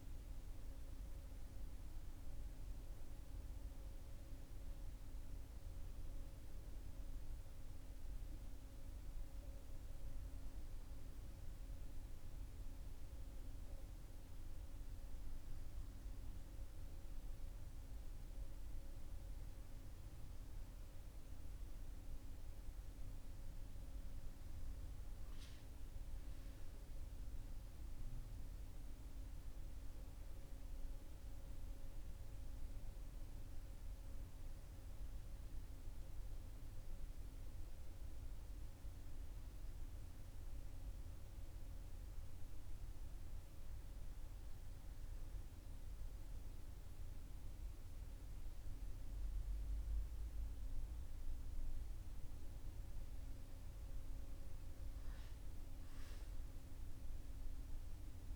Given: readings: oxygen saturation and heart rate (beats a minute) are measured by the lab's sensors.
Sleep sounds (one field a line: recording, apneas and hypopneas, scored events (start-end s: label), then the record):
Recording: breathing in sleep, hard to hear, by a room microphone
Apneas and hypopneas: none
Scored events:
none scored
From the record:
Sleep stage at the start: N1 (lightest sleep)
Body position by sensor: on the right side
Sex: male